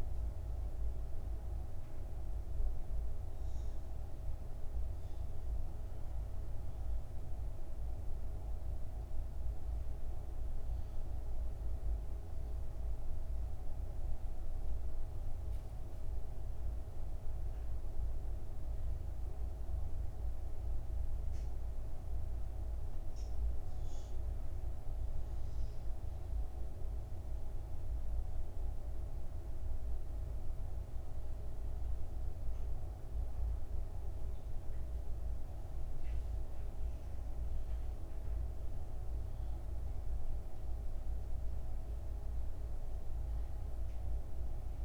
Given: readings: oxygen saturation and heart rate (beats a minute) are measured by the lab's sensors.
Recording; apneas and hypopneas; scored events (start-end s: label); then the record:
breathing in sleep, hard to hear, by a room microphone; none
none scored
From the record:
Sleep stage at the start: N1 (lightest sleep); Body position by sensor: on the back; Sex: male